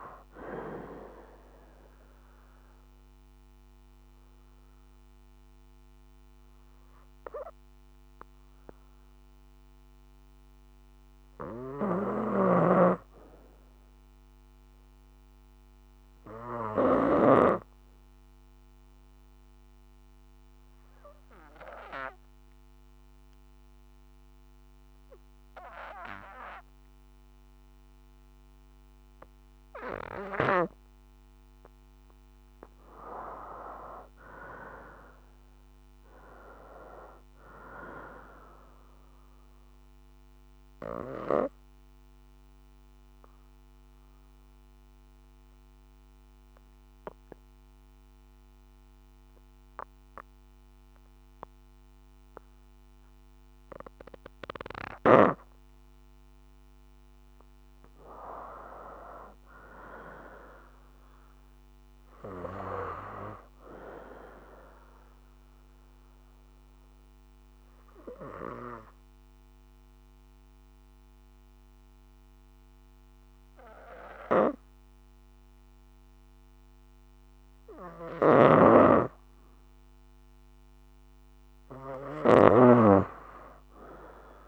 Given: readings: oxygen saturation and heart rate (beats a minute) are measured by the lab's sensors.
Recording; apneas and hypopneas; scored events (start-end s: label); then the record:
breathing in sleep by a microphone on the trachea; 3
0.00-19.50 s: oxygen desaturation (device-marked, oxygen 75% lowest, heart rate 57 extreme)
16.50-31.00 s: obstructive apnea (oxygen 97% before, 75% lowest, heart rate 61 before, 59 extreme, up 8 after)
33.00-36.50 s: arousal
37.50-56.50 s: oxygen desaturation (device-marked, oxygen 92% before, 75% lowest, heart rate 60 before, 57 extreme)
40.00-55.50 s: obstructive apnea (oxygen 96% before, 75% lowest, heart rate 61 before, 57 extreme, up 7 after)
57.50-61.00 s: arousal
62.50-82.50 s: oxygen desaturation (device-marked, oxygen 96% before, 81% lowest, heart rate 63 before, 57 extreme)
65.00-78.50 s: obstructive apnea (oxygen 96% before, 76% lowest, heart rate 63 before, 57 extreme, up 5 after)
78.00-82.50 s: snoring (device-marked)
80.50-83.00 s: arousal
From the record:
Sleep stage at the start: N2 (light sleep); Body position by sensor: on the back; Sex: female